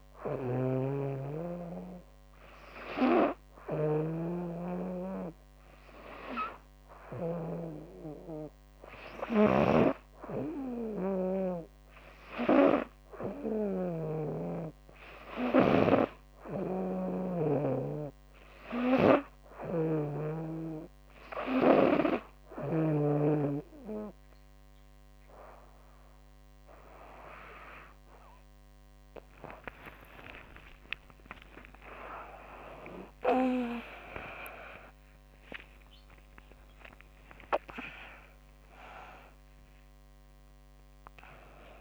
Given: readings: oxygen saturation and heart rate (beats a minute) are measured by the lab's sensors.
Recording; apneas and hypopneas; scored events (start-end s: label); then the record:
breathing in sleep by a microphone on the trachea; none
0.00-7.00 s: snoring (device-marked)
9.00-22.50 s: snoring (device-marked)
29.50-35.00 s: arousal
From the record:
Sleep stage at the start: N2 (light sleep); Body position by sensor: on the right side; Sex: female